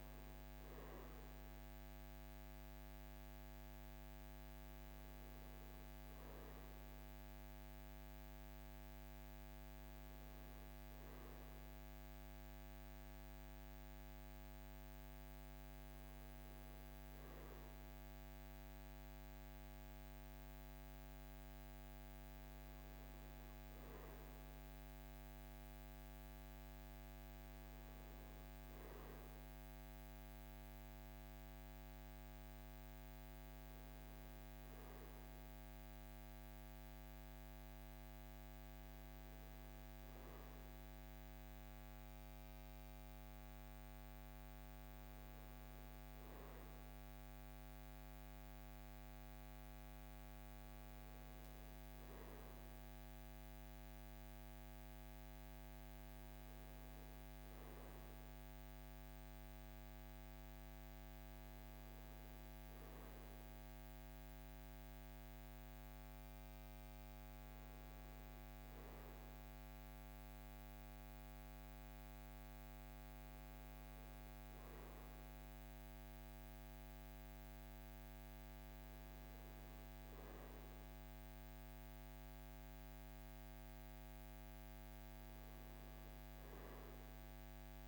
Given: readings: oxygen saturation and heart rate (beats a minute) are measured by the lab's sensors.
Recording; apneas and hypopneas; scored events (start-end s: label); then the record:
breathing in sleep, hard to hear, by a microphone on the trachea; none
none scored
From the record:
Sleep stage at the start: N2 (light sleep); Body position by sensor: on the right side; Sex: male